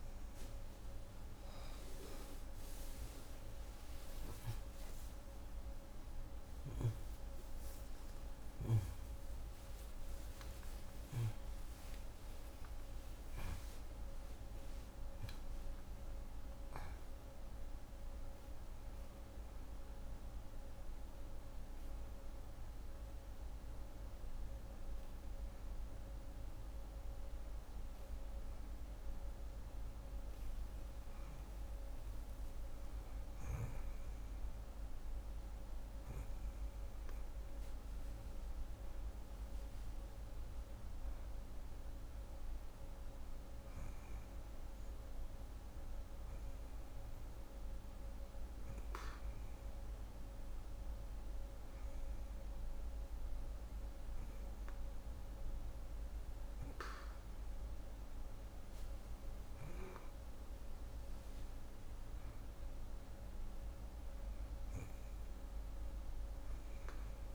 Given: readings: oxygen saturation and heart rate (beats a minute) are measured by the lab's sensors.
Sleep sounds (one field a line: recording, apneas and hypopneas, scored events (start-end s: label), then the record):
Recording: breathing in sleep, hard to hear, by a room microphone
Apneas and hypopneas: none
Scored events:
5.50-11.00 s: arousal
12.00-42.00 s: new sleep stage, N1 (lightest sleep)
37.00-44.00 s: oxygen desaturation (device-marked, oxygen 93% before, 90% lowest, heart rate 174 before, 137 extreme)
42.00-67.35 s: new sleep stage, N2 (light sleep)
From the record:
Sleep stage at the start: N2 (light sleep)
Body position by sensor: on the right side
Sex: female